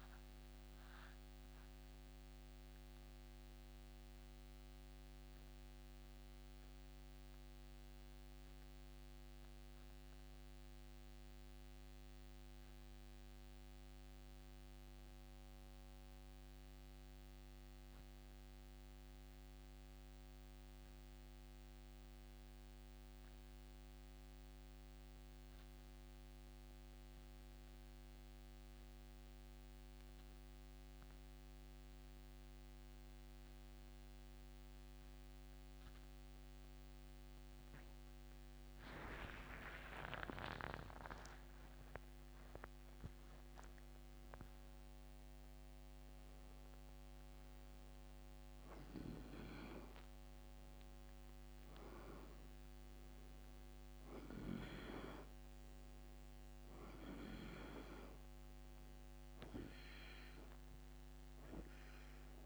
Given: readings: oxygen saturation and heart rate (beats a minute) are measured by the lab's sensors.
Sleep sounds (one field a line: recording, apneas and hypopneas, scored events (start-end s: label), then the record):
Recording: breathing in sleep by a microphone on the trachea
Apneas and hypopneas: 1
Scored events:
0.00-3.00 s: arousal
0.00-7.50 s: oxygen desaturation (device-marked, oxygen 91% lowest, heart rate 69 extreme)
5.00-36.50 s: central apnea (oxygen 96% before, 82% lowest, heart rate 97 before, 67 extreme, up 27 after)
9.50-37.50 s: oxygen desaturation (device-marked, oxygen 96% before, 82% lowest, heart rate 101 before, 67 extreme)
21.50-62.46 s: new sleep stage, N2 (light sleep)
39.50-43.00 s: arousal
From the record:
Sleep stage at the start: N1 (lightest sleep)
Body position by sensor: on the back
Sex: male